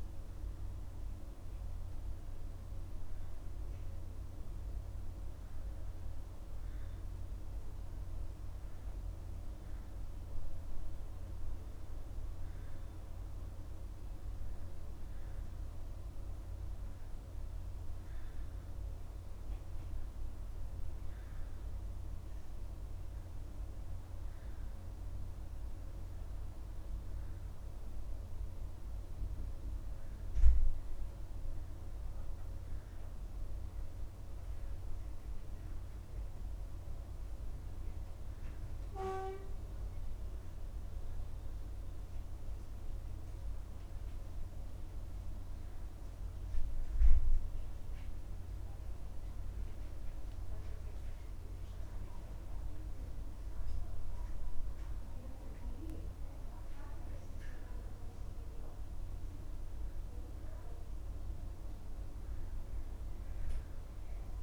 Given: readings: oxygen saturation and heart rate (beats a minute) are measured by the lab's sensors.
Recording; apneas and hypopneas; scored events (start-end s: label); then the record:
breathing in sleep, hard to hear, by a room microphone; none
none scored
From the record:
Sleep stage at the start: N2 (light sleep); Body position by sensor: on the back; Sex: male